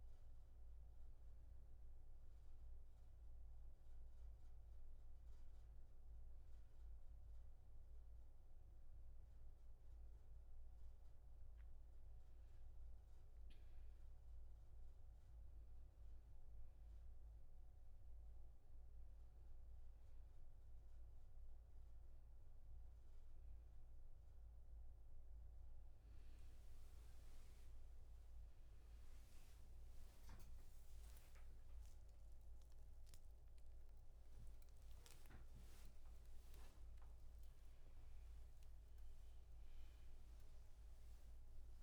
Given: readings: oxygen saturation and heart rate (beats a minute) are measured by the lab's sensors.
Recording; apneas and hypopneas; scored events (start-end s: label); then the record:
a person awake in a sleep study, hard to hear, by a room microphone; none
0.00-4.00 s: oxygen desaturation (device-marked, oxygen 94% lowest, heart rate 71 extreme)
14.00-41.83 s: new sleep stage, awake
36.00-41.83 s: oxygen desaturation (device-marked, oxygen 97% before, 94% lowest, heart rate 97 before, 67 extreme)
From the record:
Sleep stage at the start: N1 (lightest sleep); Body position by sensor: on the back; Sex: male